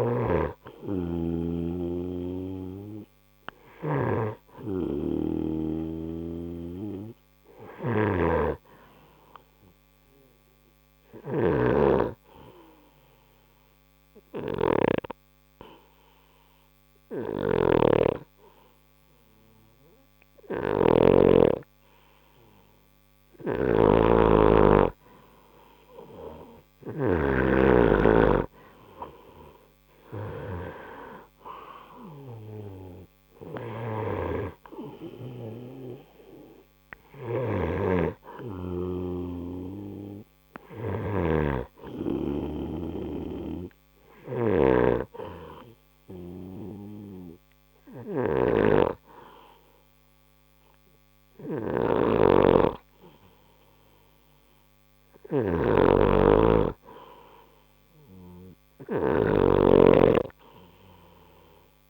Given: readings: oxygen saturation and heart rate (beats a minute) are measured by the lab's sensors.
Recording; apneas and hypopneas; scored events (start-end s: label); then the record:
breathing in sleep by a microphone on the trachea; 2
0.00-11.50 s: snoring (device-marked)
0.00-20.50 s: oxygen desaturation (device-marked, oxygen 91% lowest)
12.00-23.00 s: obstructive apnea (oxygen 97% before, 91% lowest)
17.50-27.50 s: snoring (device-marked)
27.00-31.00 s: arousal
37.00-44.50 s: snoring (device-marked)
46.00-57.50 s: hypopnea (oxygen 97% before, 93% lowest, heart rate 37 before, 35 extreme, up 12 after)
52.00-61.90 s: snoring (device-marked)
59.50-61.90 s: arousal
From the record:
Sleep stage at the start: N2 (light sleep); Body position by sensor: on the right side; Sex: male